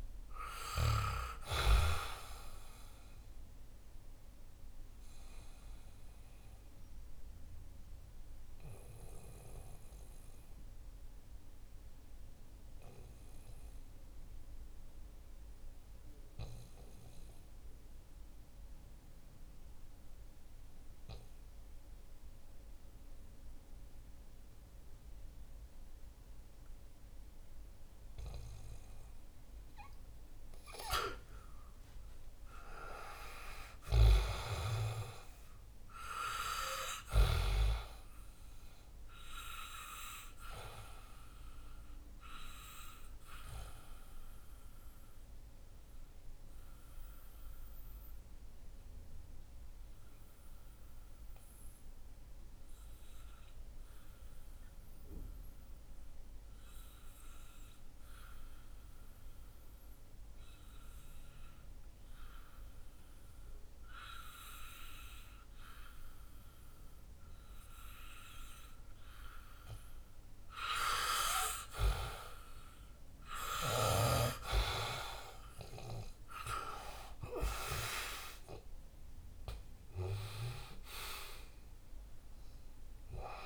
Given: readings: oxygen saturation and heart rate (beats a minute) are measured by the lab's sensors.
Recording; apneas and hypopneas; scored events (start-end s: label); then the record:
breathing in sleep by a room microphone; 2
3.50-30.00 s: obstructive apnea (oxygen 99% before, 91% lowest, heart rate 67 before, 59 extreme, up 6 after)
7.50-23.50 s: oxygen desaturation (device-marked, oxygen 95% before, 91% lowest, heart rate 67 before, 61 extreme)
32.50-36.50 s: arousal
32.50-61.50 s: oxygen desaturation (device-marked, oxygen 98% before, 91% lowest, heart rate 63 before, 59 extreme)
40.00-70.00 s: obstructive apnea (oxygen 98% before, 90% lowest, heart rate 65 before, 59 extreme, up 5 after)
72.00-75.50 s: arousal
73.50-83.46 s: oxygen desaturation (device-marked, oxygen 97% before, 90% lowest, heart rate 63 before, 60 extreme)
From the record:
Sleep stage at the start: N2 (light sleep); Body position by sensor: on the back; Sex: male